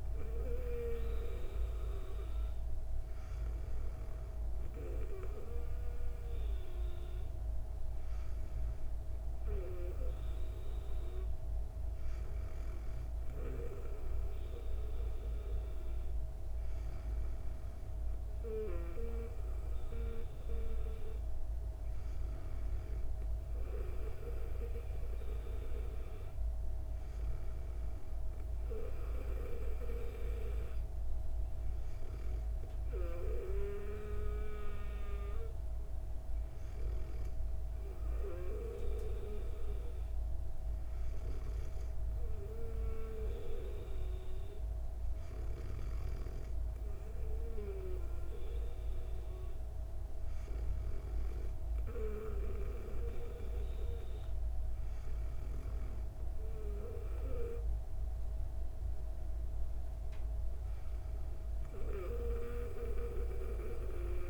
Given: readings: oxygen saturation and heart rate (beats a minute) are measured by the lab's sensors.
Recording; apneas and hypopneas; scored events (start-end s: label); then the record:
breathing in sleep by a room microphone; none
none scored
From the record:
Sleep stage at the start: N2 (light sleep); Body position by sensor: on the back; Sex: female